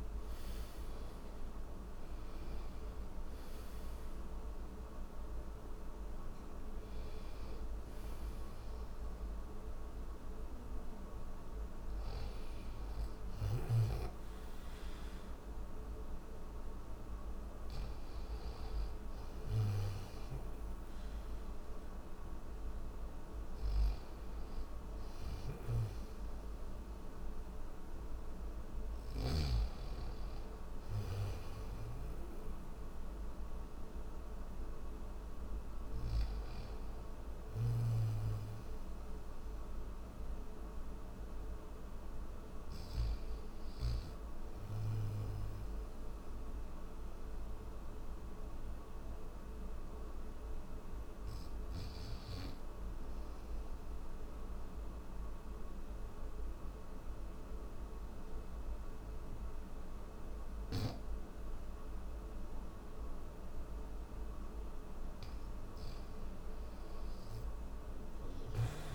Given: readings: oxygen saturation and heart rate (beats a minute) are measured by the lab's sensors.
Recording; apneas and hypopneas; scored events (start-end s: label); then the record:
breathing in sleep, hard to hear, by a room microphone; none
24.50-29.00 s: snoring (device-marked)
67.50-68.94 s: snoring (device-marked)
From the record:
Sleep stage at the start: N3 (deep sleep); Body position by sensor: on the back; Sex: male